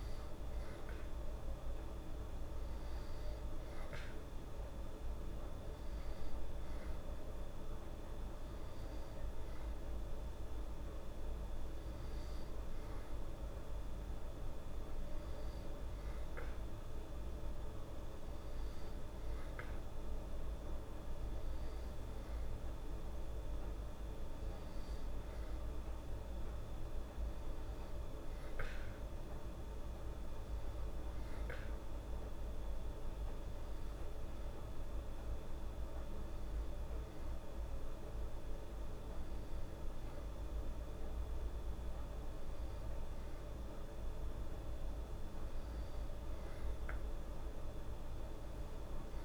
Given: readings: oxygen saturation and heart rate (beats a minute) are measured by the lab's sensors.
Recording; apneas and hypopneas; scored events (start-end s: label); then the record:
breathing in sleep, hard to hear, by a room microphone; none
none scored
From the record:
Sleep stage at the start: N2 (light sleep); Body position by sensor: on the back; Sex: female